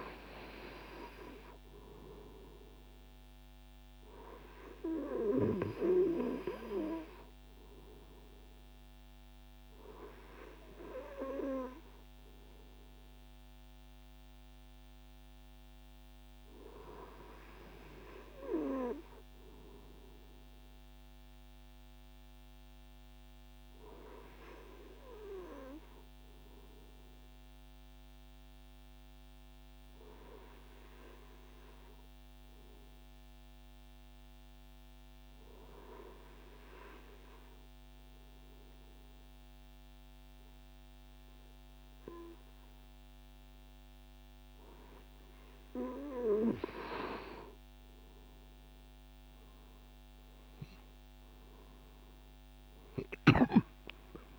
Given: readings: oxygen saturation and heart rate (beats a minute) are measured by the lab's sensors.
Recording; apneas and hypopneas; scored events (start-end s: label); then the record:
breathing in sleep by a microphone on the trachea; 1
22.50-44.00 s: obstructive apnea (oxygen 97% before, 94% lowest, heart rate 64 before, 47 extreme, up 48 after)
52.50-54.39 s: arousal
From the record:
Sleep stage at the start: N2 (light sleep); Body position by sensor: on the right side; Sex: male